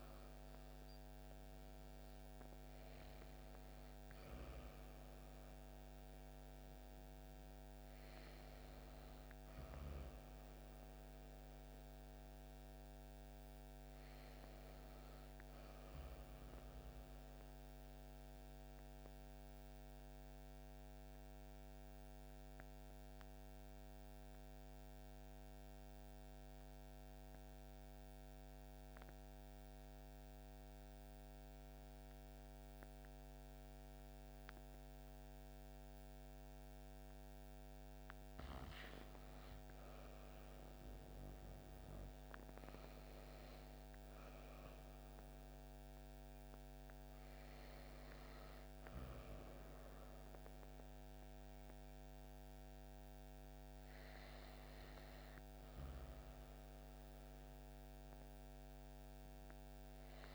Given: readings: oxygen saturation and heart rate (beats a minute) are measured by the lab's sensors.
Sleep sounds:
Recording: breathing in sleep, hard to hear, by a microphone on the trachea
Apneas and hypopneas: 1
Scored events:
0.00-7.00 s: oxygen desaturation (device-marked, oxygen 86% lowest)
8.50-13.00 s: arousal
18.00-39.00 s: obstructive apnea (oxygen 92% before, 86% lowest)
40.50-44.50 s: arousal
44.00-60.35 s: oxygen desaturation (device-marked, oxygen 95% before, 86% lowest)
From the record:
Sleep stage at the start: REM sleep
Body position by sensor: on the back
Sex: female

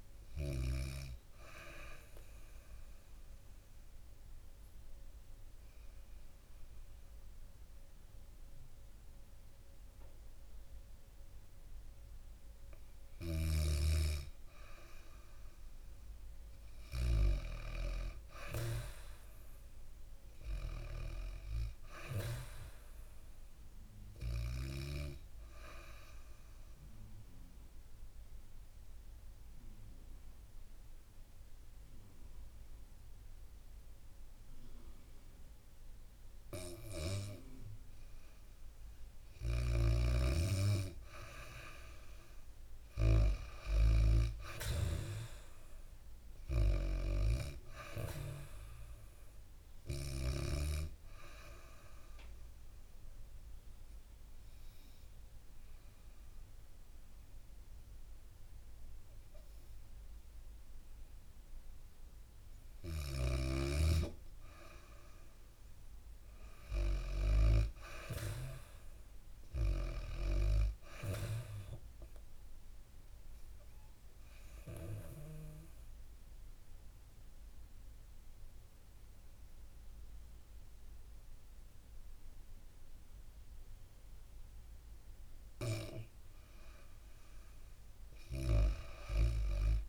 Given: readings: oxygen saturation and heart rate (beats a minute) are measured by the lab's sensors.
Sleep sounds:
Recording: breathing in sleep by a room microphone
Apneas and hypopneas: 4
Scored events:
0.00-13.00 s: oxygen desaturation (device-marked, oxygen 92% lowest, heart rate 58 extreme)
1.00-13.50 s: obstructive apnea (oxygen 98% before, 92% lowest, heart rate 66 before, 58 extreme, up 10 after)
3.00-7.00 s: bradycardia (device-marked, heart rate 72 before, 59 extreme)
17.00-20.00 s: arousal
21.00-35.00 s: oxygen desaturation (device-marked, oxygen 98% before, 94% lowest, heart rate 64 before, 61 extreme)
25.50-39.00 s: obstructive apnea (oxygen 98% before, 92% lowest, heart rate 64 before, 61 extreme, up 2 after)
39.00-49.50 s: snoring (device-marked)
41.50-45.50 s: arousal
43.00-57.00 s: oxygen desaturation (device-marked, oxygen 97% before, 92% lowest, heart rate 69 before, 61 extreme)
50.50-63.50 s: hypopnea (oxygen 97% before, 92% lowest, heart rate 69 before, 61 extreme, up 8 after)
65.50-67.50 s: arousal
73.50-85.50 s: obstructive apnea (oxygen 97% before, 92% lowest, heart rate 65 before, 58 extreme, up 2 after)
88.50-89.89 s: arousal
From the record:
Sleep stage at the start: N2 (light sleep)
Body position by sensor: on the back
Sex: female

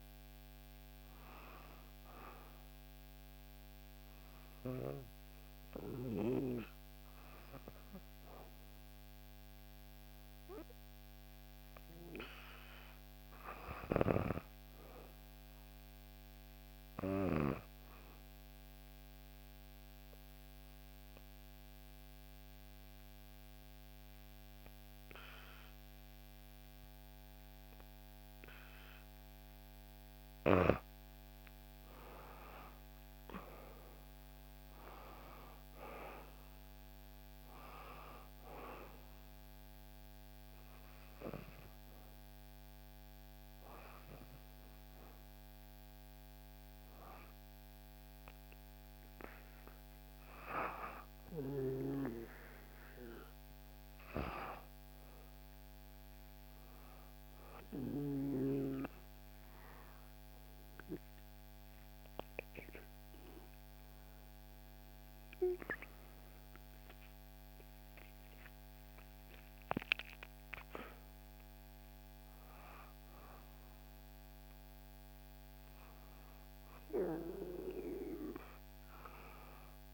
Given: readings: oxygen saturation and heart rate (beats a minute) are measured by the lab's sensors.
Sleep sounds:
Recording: breathing in sleep by a microphone on the trachea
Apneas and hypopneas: 4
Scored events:
0.00-11.50 s: oxygen desaturation (device-marked, oxygen 91% lowest, heart rate 58 extreme)
2.50-12.50 s: obstructive apnea (oxygen 98% before, 90% lowest, heart rate 62 before, 59 extreme, up 5 after)
14.00-17.50 s: arousal
20.50-30.50 s: obstructive apnea (oxygen 96% before, 90% lowest, heart rate 60 before, 58 extreme, up 7 after)
29.50-54.50 s: oxygen desaturation (device-marked, oxygen 96% before, 90% lowest, heart rate 60 before, 58 extreme)
32.00-35.50 s: arousal
39.50-49.50 s: obstructive apnea (oxygen 96% before, 90% lowest, heart rate 61 before, 58 extreme, up 1 after)
55.50-59.00 s: arousal
61.00-71.50 s: hypopnea (oxygen 97% before, 92% lowest, heart rate 61 before, 59 extreme, up 3 after)
75.00-79.00 s: arousal
From the record:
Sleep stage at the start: N2 (light sleep)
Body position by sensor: on the back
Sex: female

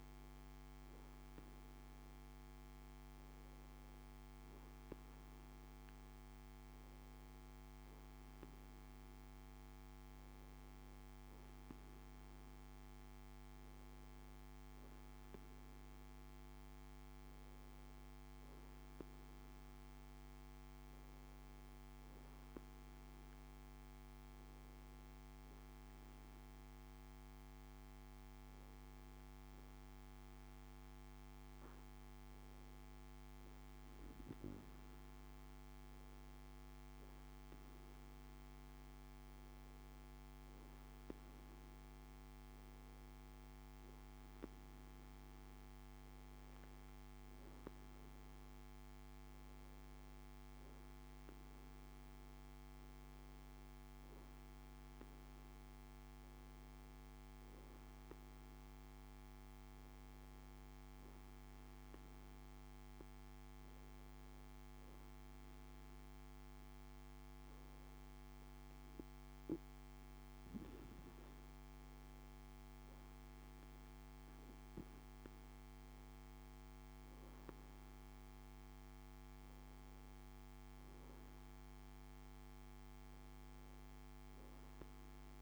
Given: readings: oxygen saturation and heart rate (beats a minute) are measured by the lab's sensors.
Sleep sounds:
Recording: breathing in sleep, hard to hear, by a microphone on the trachea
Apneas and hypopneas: none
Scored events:
none scored
From the record:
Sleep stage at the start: N2 (light sleep)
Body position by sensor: on the back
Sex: male

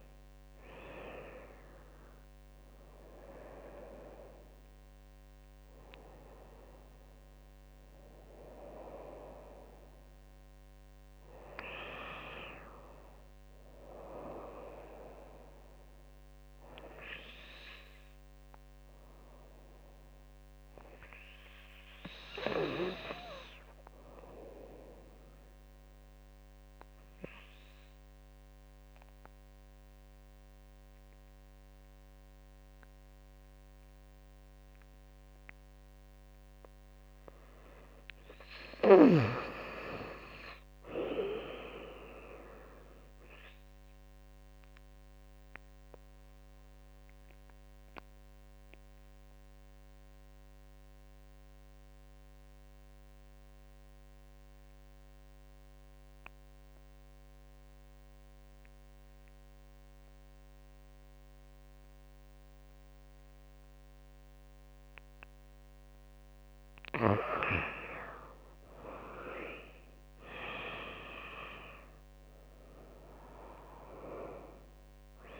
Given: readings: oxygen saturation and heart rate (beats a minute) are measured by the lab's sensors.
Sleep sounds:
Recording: breathing in sleep by a microphone on the trachea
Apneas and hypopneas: 2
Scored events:
0.00-6.50 s: drop in pulse transit time (device-marked, heart rate 80 extreme)
0.00-17.50 s: oxygen desaturation (device-marked, oxygen 87% lowest, heart rate 76 extreme)
24.50-37.00 s: obstructive apnea (oxygen 99% before, 89% lowest, heart rate 78 before, 72 extreme, up 8 after)
39.50-42.50 s: arousal
43.50-58.50 s: oxygen desaturation (device-marked, oxygen 97% before, 93% lowest, heart rate 80 before, 72 extreme)
46.00-65.50 s: obstructive apnea (oxygen 99% before, 89% lowest, heart rate 80 before, 72 extreme, up 17 after)
54.50-60.50 s: drop in pulse transit time (device-marked, heart rate 81 before, 72 extreme)
67.50-70.50 s: arousal
69.50-75.40 s: drop in pulse transit time (device-marked, heart rate 74 before, 75 extreme)
72.50-75.40 s: oxygen desaturation (device-marked, oxygen 96% before, 89% lowest, heart rate 75 before, 73 extreme)
From the record:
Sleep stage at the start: N2 (light sleep)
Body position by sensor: on the back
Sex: female

